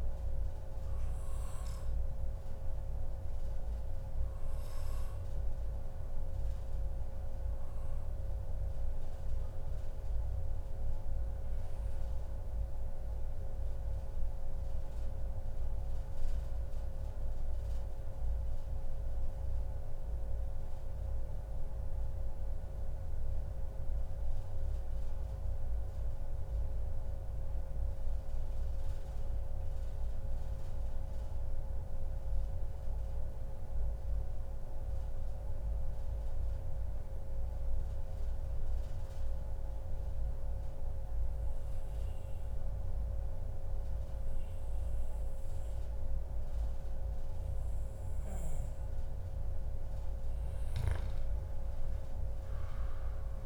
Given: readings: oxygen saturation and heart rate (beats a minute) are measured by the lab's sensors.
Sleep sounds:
breathing in sleep, hard to hear, by a room microphone; 1
1.00-47.50 s: obstructive apnea (oxygen 98% before, 92% lowest, heart rate 134 before, 91 extreme, up 1 after)
46.50-53.46 s: oxygen desaturation (device-marked, oxygen 98% before, 92% lowest, heart rate 144 before, 90 extreme)
50.00-53.46 s: arousal
From the record:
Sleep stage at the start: N2 (light sleep); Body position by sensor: on the back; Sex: male

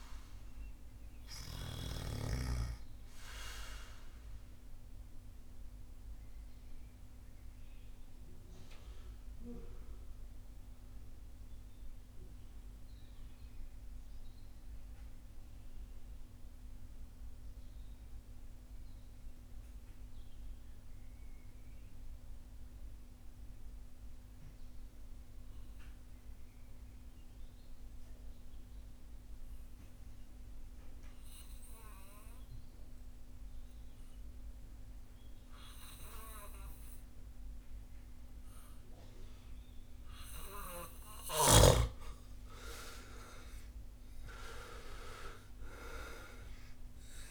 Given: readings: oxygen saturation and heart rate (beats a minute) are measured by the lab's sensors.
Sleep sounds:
breathing in sleep by a room microphone; 1
0.00-26.50 s: oxygen desaturation (device-marked, oxygen 81% lowest)
3.00-40.00 s: mixed apnea (oxygen 98% before, 77% lowest)
33.50-47.31 s: oxygen desaturation (device-marked, oxygen 98% before, 77% lowest)
41.00-45.50 s: arousal
From the record:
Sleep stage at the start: N2 (light sleep); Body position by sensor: on the back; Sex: male

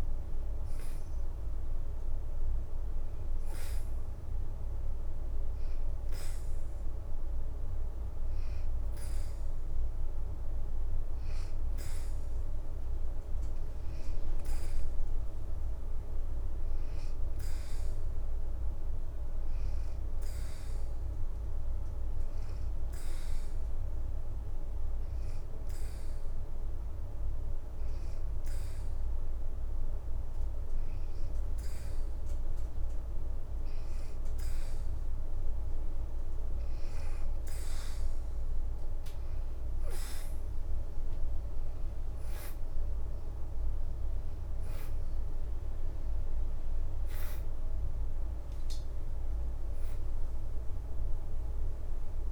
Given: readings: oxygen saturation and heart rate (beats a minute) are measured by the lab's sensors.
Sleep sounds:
breathing in sleep, hard to hear, by a room microphone; 1
0.00-10.00 s: oxygen desaturation (device-marked, oxygen 89% lowest, heart rate 80 extreme)
15.00-33.00 s: oxygen desaturation (device-marked, oxygen 93% before, 89% lowest, heart rate 84 before, 81 extreme)
19.00-35.00 s: hypopnea (oxygen 93% before, 86% lowest, heart rate 83 before, 80 extreme, up 5 after)
38.00-42.00 s: arousal
38.00-52.32 s: oxygen desaturation (device-marked, oxygen 90% before, 86% lowest, heart rate 82 before, 79 extreme)
44.50-47.00 s: leg movement (device-marked)
49.50-52.32 s: leg movement (device-marked)
From the record:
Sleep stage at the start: N2 (light sleep); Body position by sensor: on the back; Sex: female

